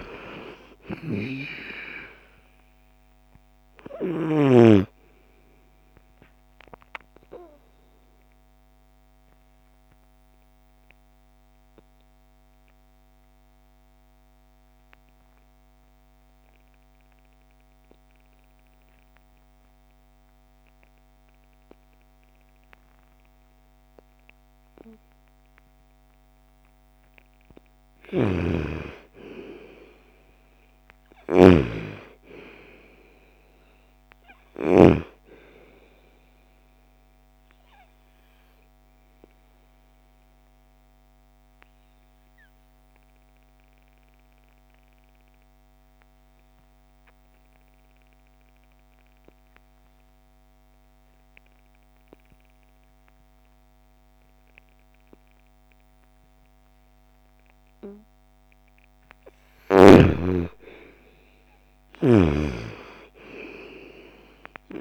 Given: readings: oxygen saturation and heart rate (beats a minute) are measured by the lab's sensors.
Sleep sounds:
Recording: breathing in sleep by a microphone on the trachea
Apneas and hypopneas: 2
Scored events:
0.00-3.50 s: snoring (device-marked)
0.00-23.00 s: oxygen desaturation (device-marked, oxygen 84% lowest, heart rate 40 extreme)
8.00-25.00 s: obstructive apnea (oxygen 96% before, 84% lowest, heart rate 61 before, 40 extreme, up 20 after)
27.00-31.00 s: arousal
27.00-34.00 s: snoring (device-marked)
31.00-47.00 s: oxygen desaturation (device-marked, oxygen 98% before, 86% lowest, heart rate 52 before, 55 extreme)
36.00-57.50 s: obstructive apnea (oxygen 98% before, 84% lowest, heart rate 57 before, 49 extreme, up 13 after)
57.00-64.81 s: oxygen desaturation (device-marked, oxygen 98% before, 85% lowest, heart rate 59 before, 49 extreme)
60.00-64.00 s: arousal
From the record:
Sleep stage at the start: N2 (light sleep)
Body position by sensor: on the right side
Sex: female

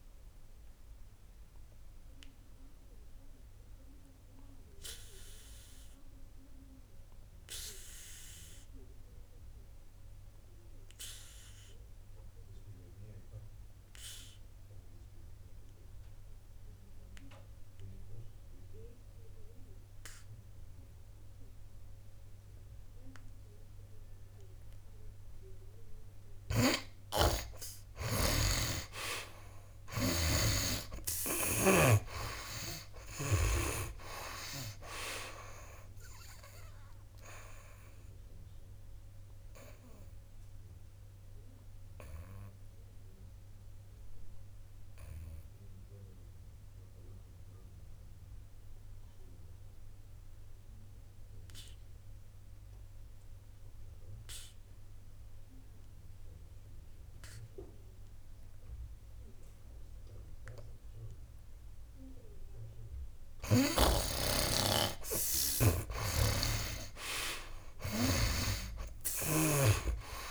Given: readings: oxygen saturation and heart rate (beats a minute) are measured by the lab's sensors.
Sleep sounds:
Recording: breathing in sleep by a room microphone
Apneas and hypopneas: 2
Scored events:
0.00-28.00 s: oxygen desaturation (device-marked, oxygen 73% lowest, heart rate 58 extreme)
0.50-26.50 s: obstructive apnea (oxygen 96% before, 71% lowest, heart rate 67 before, 59 extreme, up 15 after)
26.50-34.00 s: snoring (device-marked)
30.00-34.00 s: arousal
38.00-62.50 s: obstructive apnea (oxygen 95% before, 71% lowest, heart rate 69 before, 58 extreme, up 16 after)
40.00-62.00 s: oxygen desaturation (device-marked, oxygen 95% before, 71% lowest, heart rate 71 before, 58 extreme)
65.00-68.50 s: arousal
66.50-70.00 s: snoring (device-marked)
67.00-70.31 s: oxygen desaturation (device-marked, oxygen 97% before, 72% lowest, heart rate 61 before, 63 extreme)
From the record:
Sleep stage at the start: N2 (light sleep)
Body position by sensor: on the back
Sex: male

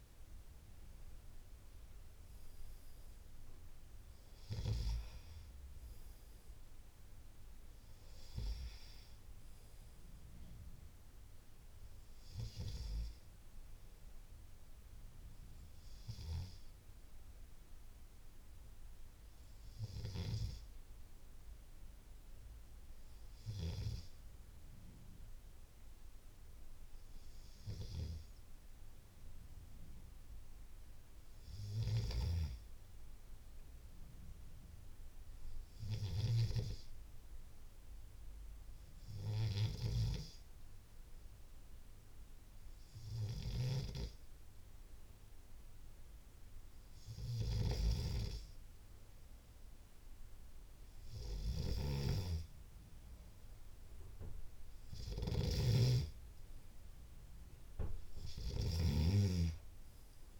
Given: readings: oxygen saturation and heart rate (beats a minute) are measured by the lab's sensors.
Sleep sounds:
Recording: breathing in sleep by a room microphone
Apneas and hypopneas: 1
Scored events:
0.00-3.50 s: arousal
0.00-25.00 s: oxygen desaturation (device-marked, oxygen 93% lowest, heart rate 68 extreme)
15.50-46.50 s: obstructive apnea (oxygen 97% before, 92% lowest, heart rate 75 before, 69 extreme, up 3 after)
49.50-52.50 s: arousal
From the record:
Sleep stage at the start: N2 (light sleep)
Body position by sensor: on the left side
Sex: male

